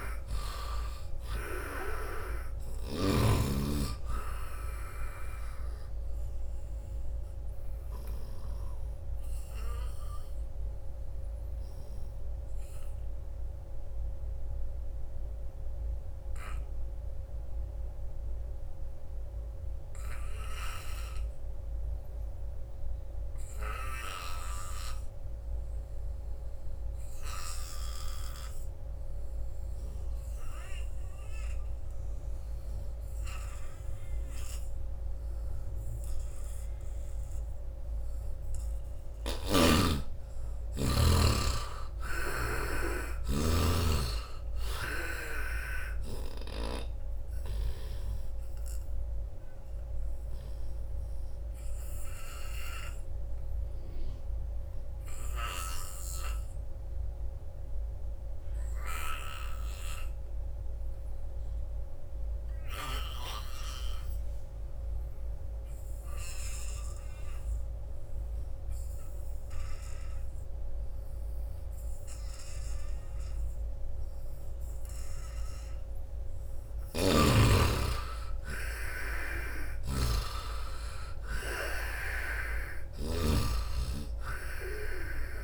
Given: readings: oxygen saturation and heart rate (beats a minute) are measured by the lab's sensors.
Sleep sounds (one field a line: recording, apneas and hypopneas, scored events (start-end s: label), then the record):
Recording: breathing in sleep by a room microphone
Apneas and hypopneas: 2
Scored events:
0.00-19.50 s: oxygen desaturation (device-marked, oxygen 75% lowest, heart rate 72 extreme)
6.50-38.00 s: obstructive apnea (oxygen 96% before, 74% lowest, heart rate 79 before, 74 extreme, up 10 after)
35.50-61.50 s: oxygen desaturation (device-marked, oxygen 97% before, 74% lowest, heart rate 79 before, 75 extreme)
39.00-42.50 s: arousal
39.00-42.50 s: snoring (device-marked)
47.00-75.50 s: obstructive apnea (oxygen 99% before, 74% lowest, heart rate 78 before, 75 extreme, up 11 after)
73.50-85.44 s: oxygen desaturation (device-marked, oxygen 98% before, 76% lowest, heart rate 85 before, 74 extreme)
76.50-80.50 s: arousal
76.50-85.44 s: snoring (device-marked)
From the record:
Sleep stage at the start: N2 (light sleep)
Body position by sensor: on the front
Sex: male